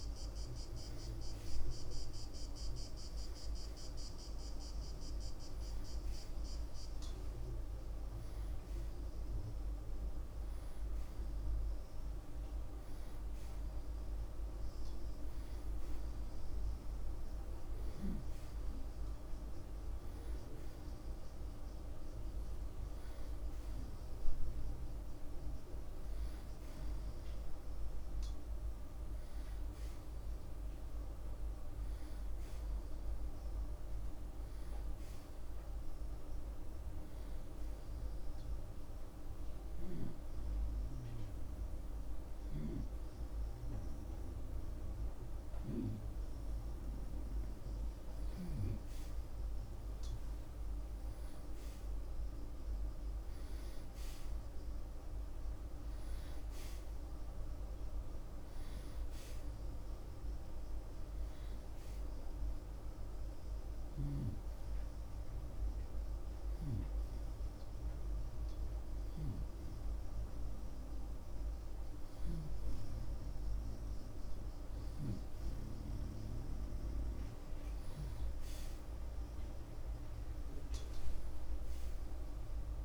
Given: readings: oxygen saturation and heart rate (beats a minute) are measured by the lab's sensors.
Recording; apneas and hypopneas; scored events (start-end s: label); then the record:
breathing in sleep, hard to hear, by a room microphone; none
66.50-75.50 s: snoring (device-marked)
From the record:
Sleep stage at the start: N1 (lightest sleep); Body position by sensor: on the right side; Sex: male